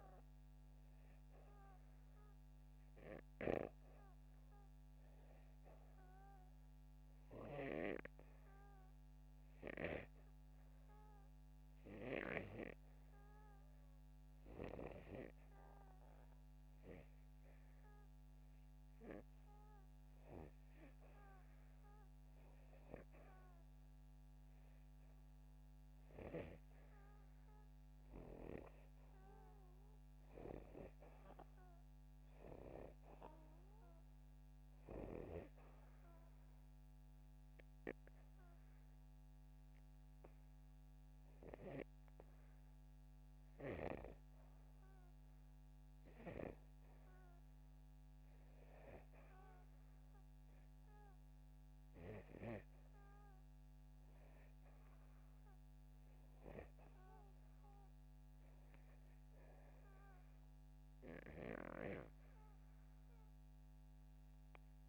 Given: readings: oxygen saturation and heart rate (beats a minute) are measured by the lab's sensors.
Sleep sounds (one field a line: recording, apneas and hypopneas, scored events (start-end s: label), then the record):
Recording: breathing in sleep by a microphone on the trachea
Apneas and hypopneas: none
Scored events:
none scored
From the record:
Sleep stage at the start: REM sleep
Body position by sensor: upright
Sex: male